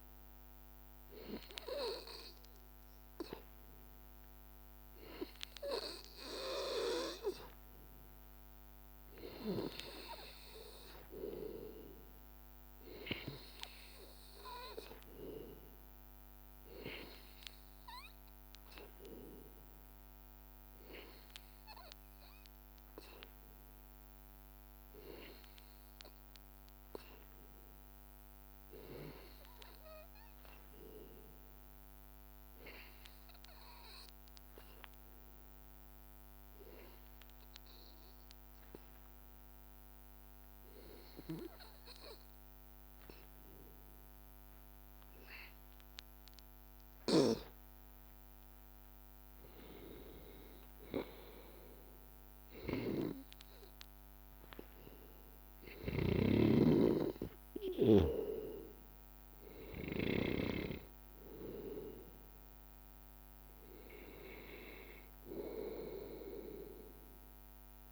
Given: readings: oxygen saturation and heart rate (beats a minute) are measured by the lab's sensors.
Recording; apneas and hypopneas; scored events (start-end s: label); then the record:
breathing in sleep by a microphone on the trachea; none
0.00-16.50 s: oxygen desaturation (device-marked, oxygen 92% lowest, heart rate 80 extreme)
From the record:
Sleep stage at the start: N2 (light sleep); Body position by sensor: on the back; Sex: male